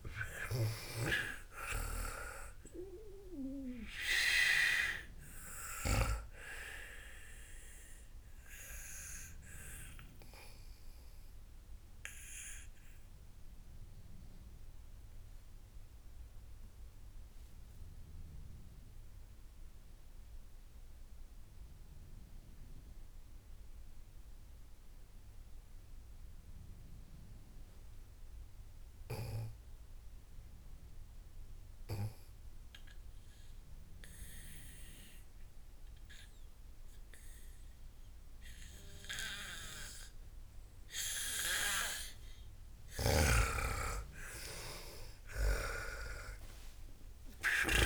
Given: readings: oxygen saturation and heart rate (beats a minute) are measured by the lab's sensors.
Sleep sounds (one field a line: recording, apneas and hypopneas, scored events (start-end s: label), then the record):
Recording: breathing in sleep by a room microphone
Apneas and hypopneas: 1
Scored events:
0.00-23.00 s: oxygen desaturation (device-marked, oxygen 92% lowest, heart rate 55 extreme)
11.00-41.50 s: obstructive apnea (oxygen 98% before, 90% lowest, heart rate 90 before, 55 extreme, up 41 after)
39.00-47.86 s: oxygen desaturation (device-marked, oxygen 98% before, 94% lowest, heart rate 58 before, 53 extreme)
43.00-47.86 s: arousal
From the record:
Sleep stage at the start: N2 (light sleep)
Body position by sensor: on the back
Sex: female